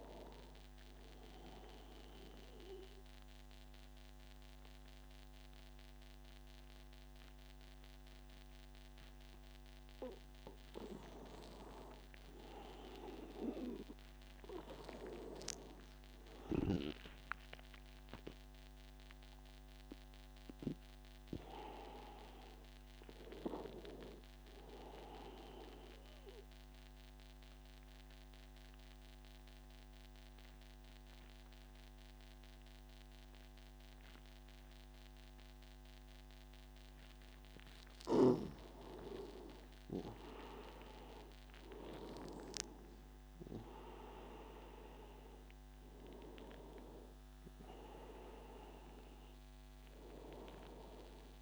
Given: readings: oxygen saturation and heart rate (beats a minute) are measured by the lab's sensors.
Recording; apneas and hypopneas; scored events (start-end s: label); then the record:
breathing in sleep by a microphone on the trachea; 2
0.00-8.50 s: oxygen desaturation (device-marked, oxygen 90% lowest, heart rate 82 extreme)
1.00-11.00 s: obstructive apnea (oxygen 97% before, 89% lowest, heart rate 89 before, 82 extreme, up 3 after)
14.50-19.50 s: arousal
18.50-33.50 s: oxygen desaturation (device-marked, oxygen 98% before, 93% lowest, heart rate 89 before, 82 extreme)
26.50-37.50 s: obstructive apnea (oxygen 98% before, 89% lowest, heart rate 89 before, 82 extreme, up 8 after)
39.50-43.50 s: arousal
46.50-51.42 s: oxygen desaturation (device-marked, oxygen 96% before, 89% lowest, heart rate 85 before, 82 extreme)
From the record:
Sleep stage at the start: N2 (light sleep); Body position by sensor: on the right side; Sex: male